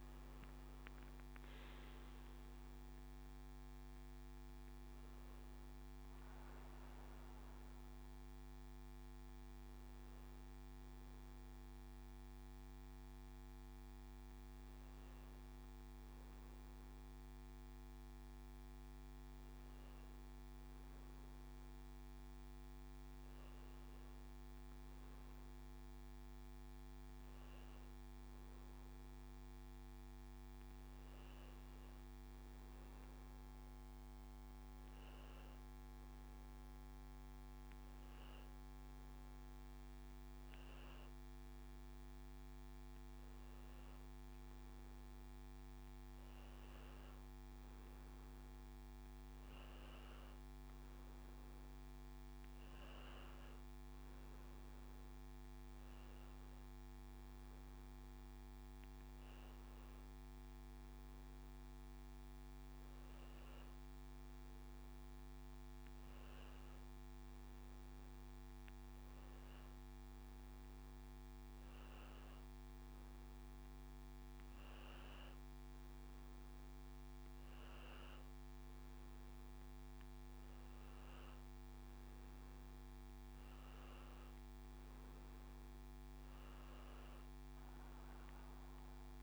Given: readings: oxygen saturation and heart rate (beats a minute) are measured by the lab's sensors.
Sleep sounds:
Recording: breathing in sleep, hard to hear, by a microphone on the trachea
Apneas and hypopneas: none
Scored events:
none scored
From the record:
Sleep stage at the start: N1 (lightest sleep)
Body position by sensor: on the back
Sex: male

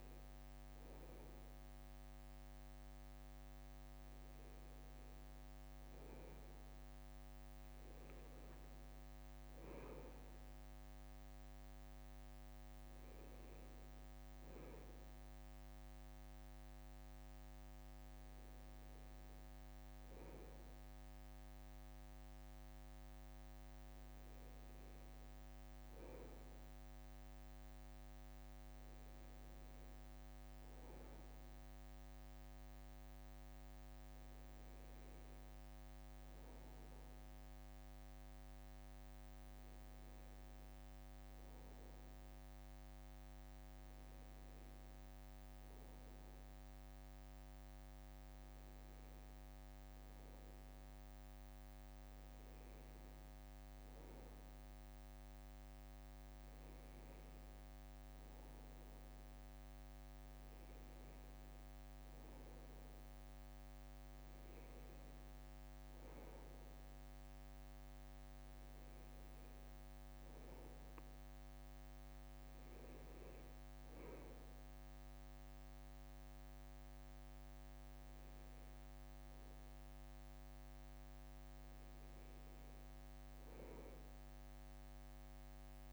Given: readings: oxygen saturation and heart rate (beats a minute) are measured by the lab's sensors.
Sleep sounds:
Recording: a person awake in a sleep study, hard to hear, by a microphone on the trachea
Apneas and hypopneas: none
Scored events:
55.00-58.00 s: bradycardia (device-marked, heart rate 64 before, 59 extreme)
From the record:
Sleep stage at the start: awake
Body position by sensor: on the back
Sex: male

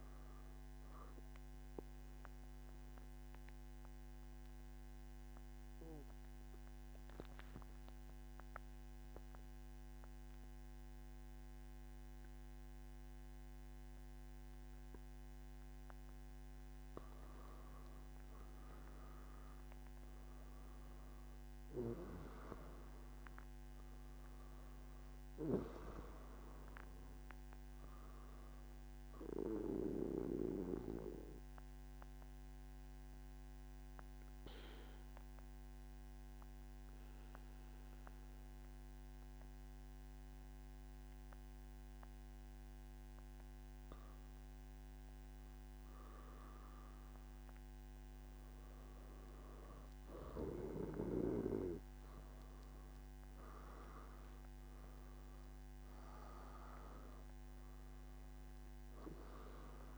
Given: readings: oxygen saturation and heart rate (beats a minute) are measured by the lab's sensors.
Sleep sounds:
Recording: breathing in sleep by a microphone on the trachea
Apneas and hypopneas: 2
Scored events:
2.50-16.00 s: central apnea (oxygen 97% before, 92% lowest, heart rate 124 before, 105 extreme, up 17 after)
13.00-59.98 s: new sleep stage, N3 (deep sleep)
31.50-49.00 s: obstructive apnea (oxygen 97% before, 92% lowest, heart rate 124 before, 110 extreme, up 3 after)
From the record:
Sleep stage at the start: N2 (light sleep)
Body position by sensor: on the back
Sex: male

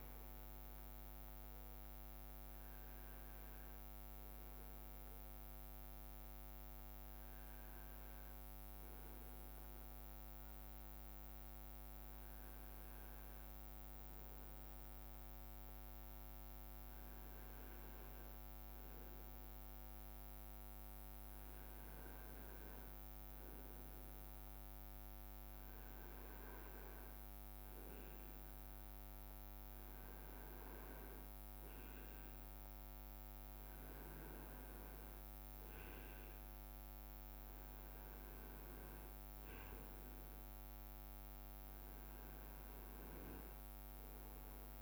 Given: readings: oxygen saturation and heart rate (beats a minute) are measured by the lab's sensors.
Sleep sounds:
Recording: breathing in sleep, hard to hear, by a microphone on the trachea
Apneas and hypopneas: none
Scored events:
4.50-44.82 s: new sleep stage, N2 (light sleep)
10.50-13.50 s: oxygen desaturation (device-marked, oxygen 99% before, 93% lowest, heart rate 68 before, 65 extreme)
From the record:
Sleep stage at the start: N1 (lightest sleep)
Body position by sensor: on the right side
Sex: male

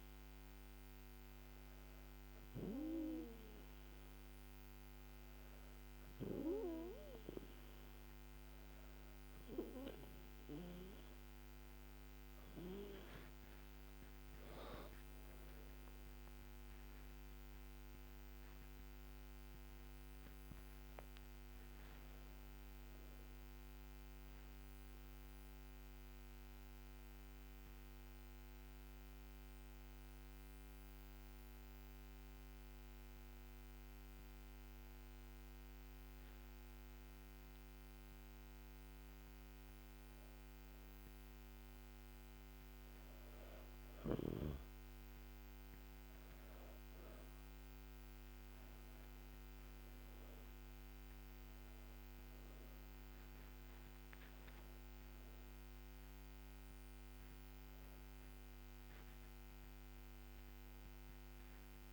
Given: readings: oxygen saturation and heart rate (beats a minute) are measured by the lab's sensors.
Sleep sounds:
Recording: breathing in sleep by a microphone on the trachea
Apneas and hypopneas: 1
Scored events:
13.50-19.00 s: arousal
25.50-39.00 s: hypopnea (oxygen 97% before, 94% lowest, heart rate 78 before, 71 extreme, up 23 after)
44.00-48.00 s: arousal
48.00-61.93 s: oxygen desaturation (device-marked, oxygen 99% before, 94% lowest, heart rate 77 before, 71 extreme)
From the record:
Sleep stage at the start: N2 (light sleep)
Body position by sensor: on the back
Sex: female

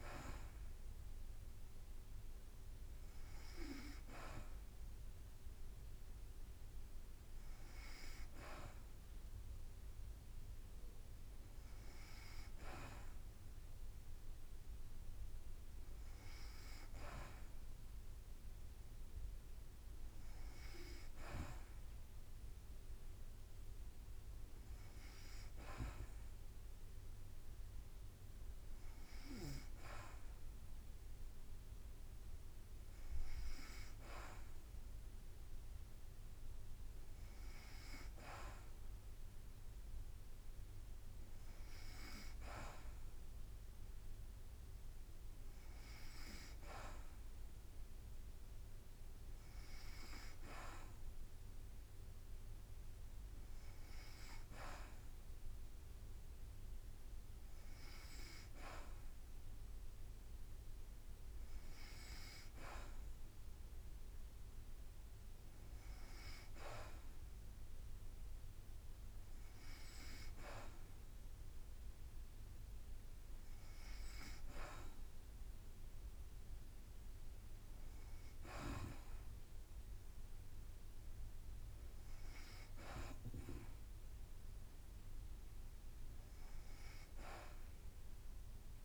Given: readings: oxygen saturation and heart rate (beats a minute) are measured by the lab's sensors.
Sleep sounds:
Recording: breathing in sleep by a room microphone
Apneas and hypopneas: none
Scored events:
none scored
From the record:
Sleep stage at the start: N2 (light sleep)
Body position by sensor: on the back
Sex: female

